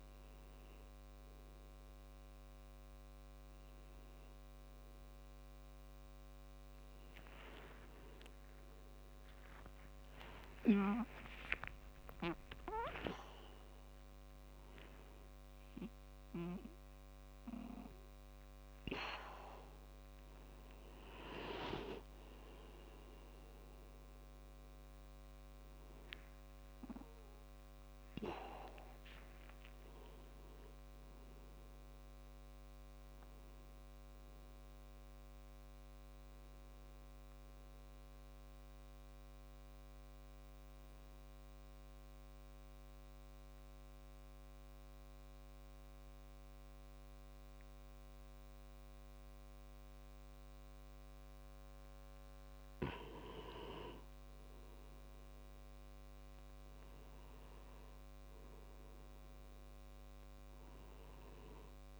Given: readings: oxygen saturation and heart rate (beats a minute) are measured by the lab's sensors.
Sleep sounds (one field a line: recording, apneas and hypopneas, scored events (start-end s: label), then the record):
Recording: a person partly awake in a sleep study, by a microphone on the trachea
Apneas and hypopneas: 1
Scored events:
6.00-19.00 s: tachycardia (device-marked)
8.00-38.00 s: new sleep stage, awake
38.00-62.00 s: new sleep stage, N2 (light sleep)
40.50-53.00 s: mixed apnea (oxygen 97% before, 91% lowest)
54.50-58.00 s: arousal
58.00-62.00 s: oxygen desaturation (device-marked, oxygen 98% before, 93% lowest)
From the record:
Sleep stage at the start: N1 (lightest sleep)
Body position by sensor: on the back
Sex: male